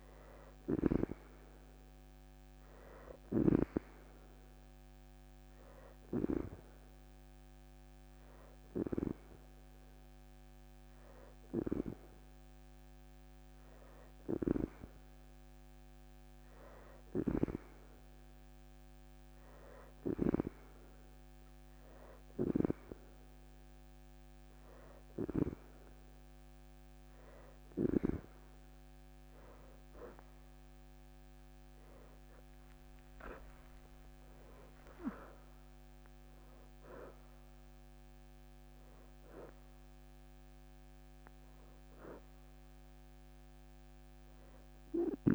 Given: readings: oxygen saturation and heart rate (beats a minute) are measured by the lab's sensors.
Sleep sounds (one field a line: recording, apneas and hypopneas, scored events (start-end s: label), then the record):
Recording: breathing in sleep by a microphone on the trachea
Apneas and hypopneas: none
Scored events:
8.50-9.50 s: leg movement (device-marked)
24.00-32.00 s: oxygen desaturation (device-marked, oxygen 92% before, 88% lowest, heart rate 50 before, 44 extreme)
29.50-33.50 s: arousal
31.50-32.50 s: leg movement (device-marked)
From the record:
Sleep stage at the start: N2 (light sleep)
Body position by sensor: on the back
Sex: female